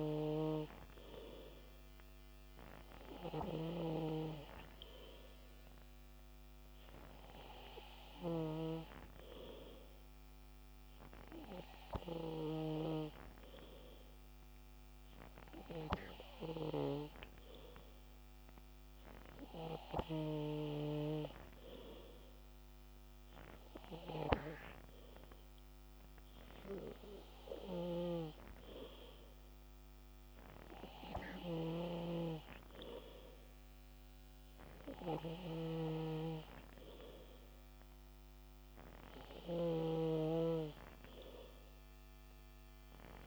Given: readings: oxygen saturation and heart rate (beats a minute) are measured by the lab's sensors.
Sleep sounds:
breathing in sleep by a microphone on the trachea; none
34.50-39.00 s: snoring (device-marked)
From the record:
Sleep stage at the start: N3 (deep sleep); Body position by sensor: on the back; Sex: male

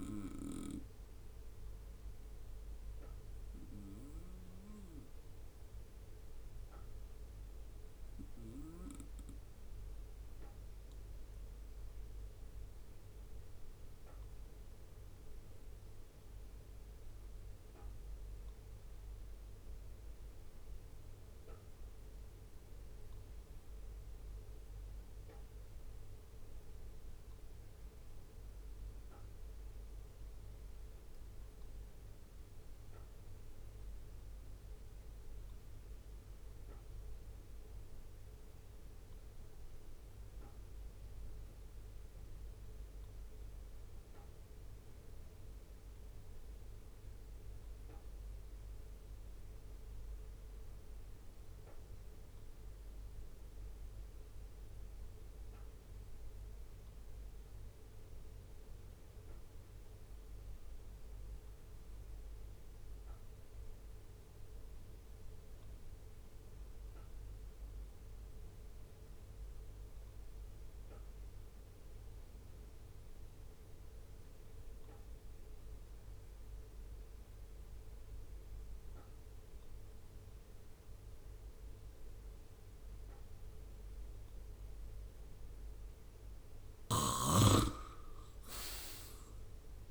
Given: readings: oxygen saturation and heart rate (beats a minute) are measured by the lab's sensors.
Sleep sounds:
breathing in sleep, hard to hear, by a room microphone; 1
0.00-19.50 s: oxygen desaturation (device-marked, oxygen 91% lowest, heart rate 65 extreme)
0.50-85.50 s: obstructive apnea (oxygen 99% before, 75% lowest, heart rate 70 before, 65 extreme, up 6 after)
54.50-89.90 s: oxygen desaturation (device-marked, oxygen 96% before, 75% lowest, heart rate 68 before, 65 extreme)
86.00-89.90 s: snoring (device-marked)
88.00-89.90 s: arousal
From the record:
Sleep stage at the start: REM sleep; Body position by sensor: on the right side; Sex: male

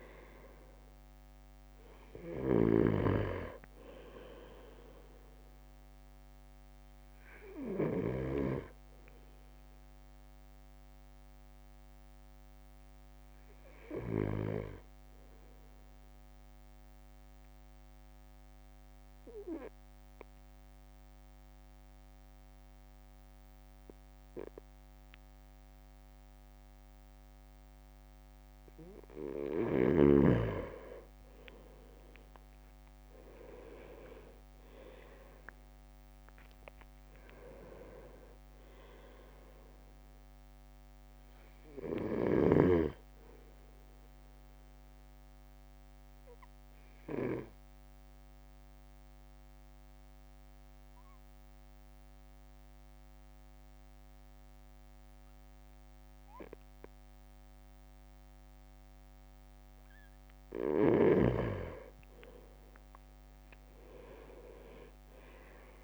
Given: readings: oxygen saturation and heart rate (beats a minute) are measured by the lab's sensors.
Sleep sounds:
breathing in sleep by a microphone on the trachea; 2
0.00-7.50 s: drop in pulse transit time (device-marked, heart rate 54 extreme)
2.50-8.00 s: snoring (device-marked)
10.50-29.00 s: obstructive apnea (oxygen 98% before, 96% lowest, heart rate 56 before, 51 extreme, up 8 after)
31.50-34.50 s: arousal
31.50-44.50 s: drop in pulse transit time (device-marked, heart rate 52 before, 54 extreme)
46.50-60.50 s: obstructive apnea (oxygen 99% before, 97% lowest, heart rate 55 before, 51 extreme, up 6 after)
64.50-65.84 s: drop in pulse transit time (device-marked, heart rate 53 before, 53 extreme)
From the record:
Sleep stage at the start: N2 (light sleep); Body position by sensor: on the right side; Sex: male

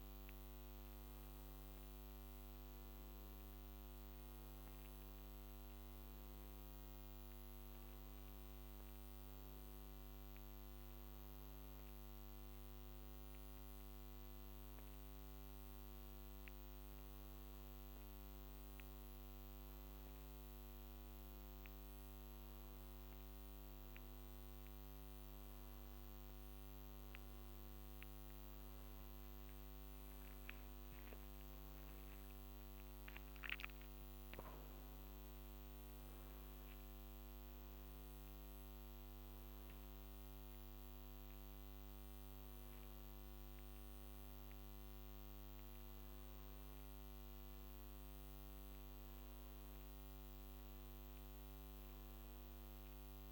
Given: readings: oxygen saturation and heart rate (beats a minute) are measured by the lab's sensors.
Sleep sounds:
breathing in sleep, hard to hear, by a microphone on the trachea; none
31.50-35.00 s: arousal
From the record:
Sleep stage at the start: N1 (lightest sleep); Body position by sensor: on the back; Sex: male

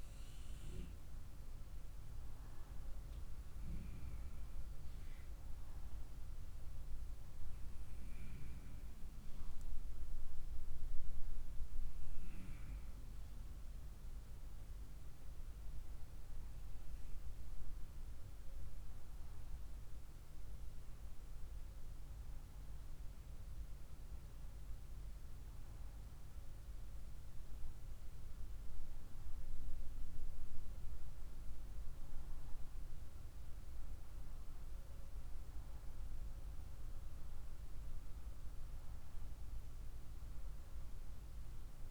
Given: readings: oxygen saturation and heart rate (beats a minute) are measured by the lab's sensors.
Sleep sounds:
breathing in sleep, hard to hear, by a room microphone; none
none scored
From the record:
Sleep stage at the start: N1 (lightest sleep); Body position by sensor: on the right side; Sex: female

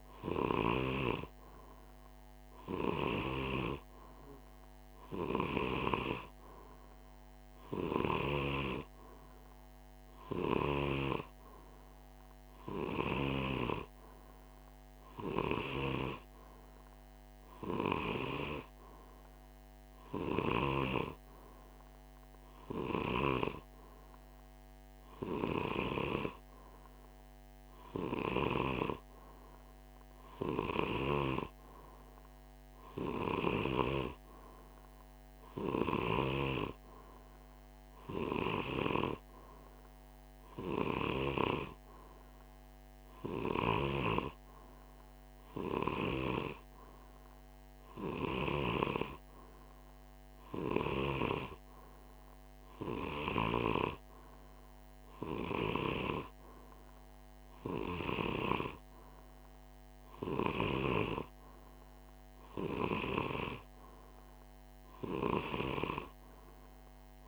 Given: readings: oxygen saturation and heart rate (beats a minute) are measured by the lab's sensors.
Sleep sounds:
breathing in sleep by a microphone on the trachea; none
none scored
From the record:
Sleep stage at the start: N2 (light sleep); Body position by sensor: on the right side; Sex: male

